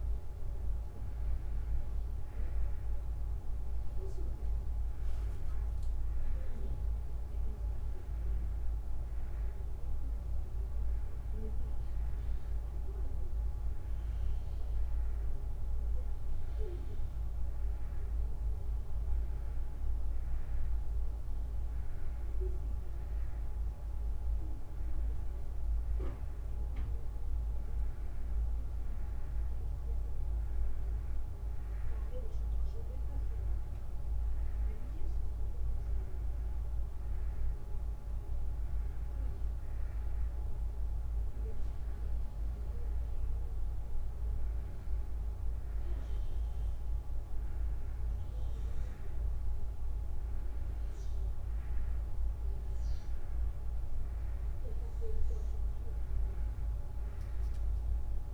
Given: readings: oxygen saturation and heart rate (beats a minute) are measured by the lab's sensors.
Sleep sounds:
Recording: breathing in sleep, hard to hear, by a room microphone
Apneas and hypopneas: none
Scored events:
none scored
From the record:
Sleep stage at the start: N2 (light sleep)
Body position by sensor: on the right side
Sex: female

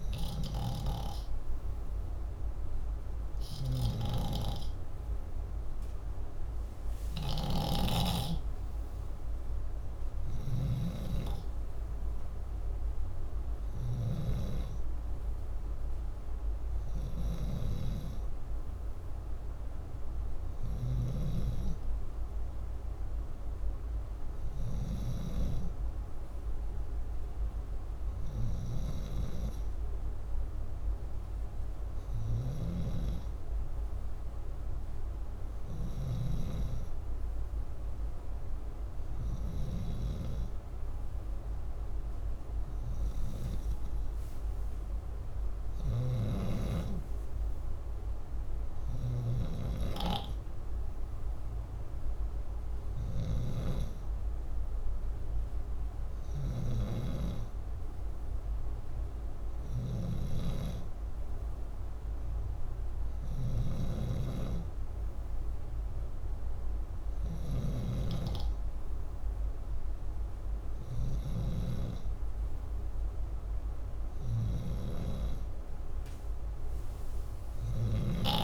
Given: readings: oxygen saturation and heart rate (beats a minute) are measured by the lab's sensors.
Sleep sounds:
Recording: breathing in sleep by a room microphone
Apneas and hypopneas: none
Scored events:
0.00-10.50 s: snoring (device-marked)
16.50-24.50 s: snoring (device-marked)
32.00-39.50 s: snoring (device-marked)
45.50-71.00 s: snoring (device-marked)
77.00-78.44 s: snoring (device-marked)
From the record:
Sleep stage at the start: N2 (light sleep)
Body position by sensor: upright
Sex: male

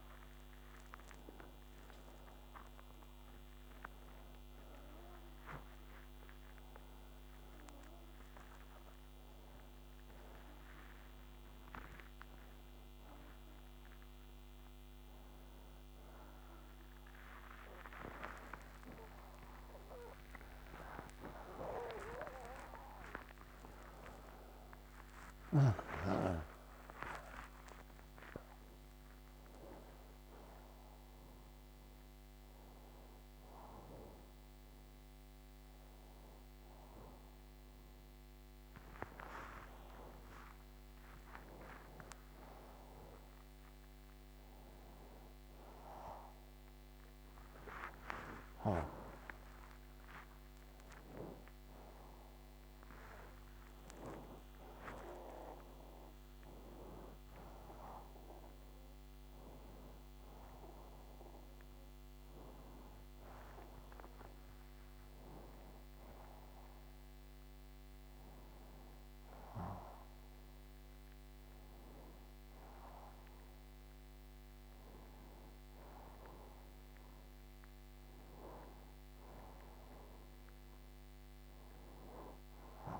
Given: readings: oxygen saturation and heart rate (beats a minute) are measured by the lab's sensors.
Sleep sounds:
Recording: a person awake in a sleep study, by a microphone on the trachea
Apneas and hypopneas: none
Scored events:
54.50-83.00 s: new sleep stage, N1 (lightest sleep)
From the record:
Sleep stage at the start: awake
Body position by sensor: on the right side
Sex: male

